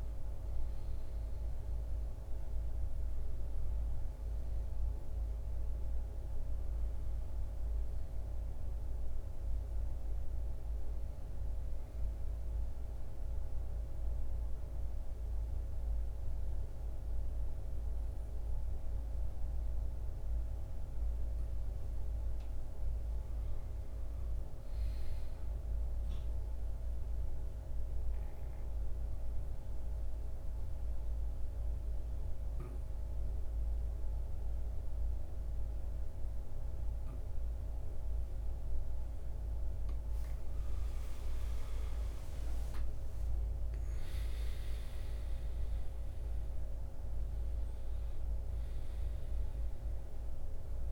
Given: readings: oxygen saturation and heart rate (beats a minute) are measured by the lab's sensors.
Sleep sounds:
breathing in sleep, hard to hear, by a room microphone; 2
0.00-18.00 s: oxygen desaturation (device-marked, oxygen 84% lowest, heart rate 33 extreme)
12.50-22.50 s: obstructive apnea (oxygen 97% before, 84% lowest, heart rate 48 before, 50 extreme, up 4 after)
23.50-25.50 s: arousal
27.50-40.00 s: obstructive apnea (oxygen 97% before, 88% lowest)
35.00-42.00 s: oxygen desaturation (device-marked, oxygen 97% before, 93% lowest)
40.50-45.50 s: arousal
48.00-50.91 s: oxygen desaturation (device-marked, oxygen 94% before, 88% lowest)
From the record:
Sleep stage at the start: N2 (light sleep); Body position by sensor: on the back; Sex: male

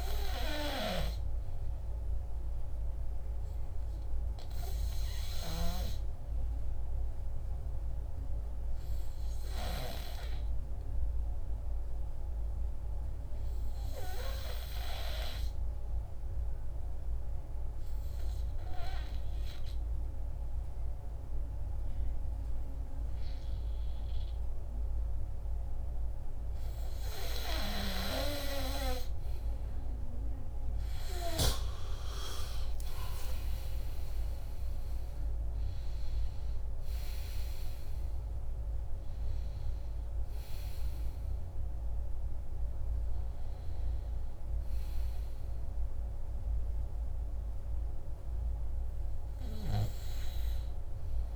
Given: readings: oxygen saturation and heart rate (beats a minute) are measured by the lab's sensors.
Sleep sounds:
breathing in sleep by a room microphone; 1
7.00-29.50 s: obstructive apnea (oxygen 98% before, 92% lowest, heart rate 171 before, 96 extreme, up 6 after)
31.00-34.50 s: arousal
From the record:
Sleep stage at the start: N2 (light sleep); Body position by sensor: on the back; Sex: male

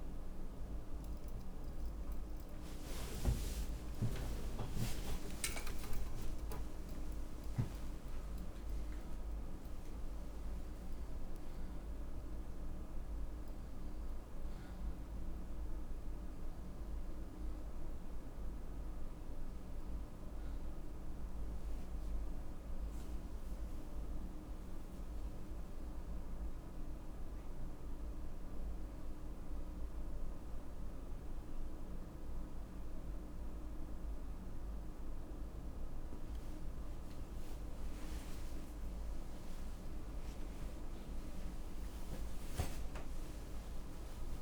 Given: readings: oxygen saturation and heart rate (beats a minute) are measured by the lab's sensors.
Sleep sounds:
breathing in sleep by a room microphone; none
2.50-9.00 s: arousal
31.00-36.00 s: oxygen desaturation (device-marked, oxygen 94% before, 90% lowest, heart rate 73 before, 61 extreme)
37.50-42.50 s: arousal
From the record:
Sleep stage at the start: N2 (light sleep); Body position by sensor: upright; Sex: male

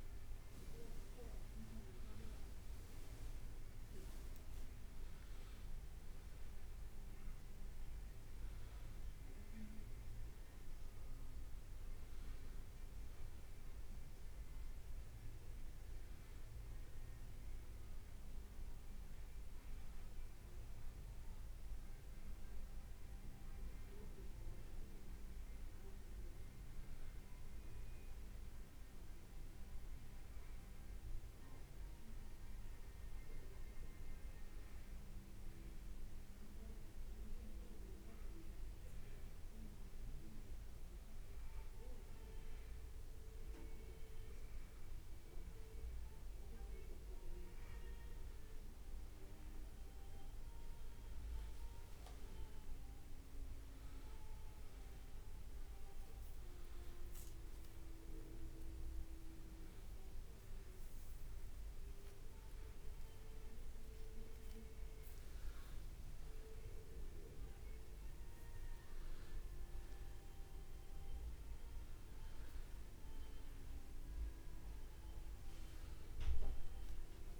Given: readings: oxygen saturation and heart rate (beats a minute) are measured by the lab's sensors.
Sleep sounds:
a person partly awake in a sleep study, hard to hear, by a room microphone; 1
1.00-5.00 s: leg movement (device-marked)
13.00-15.00 s: leg movement (device-marked)
19.50-23.00 s: leg movement (device-marked)
30.00-34.00 s: arousal
36.00-47.50 s: hypopnea (oxygen 98% before, 95% lowest, heart rate 70 before, 69 extreme, up 4 after)
51.50-77.40 s: new sleep stage, awake
60.00-62.00 s: leg movement (device-marked)
62.00-64.50 s: leg movement (device-marked)
65.50-68.00 s: leg movement (device-marked)
75.50-76.50 s: leg movement (device-marked)
From the record:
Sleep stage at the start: N2 (light sleep); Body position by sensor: on the back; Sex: male

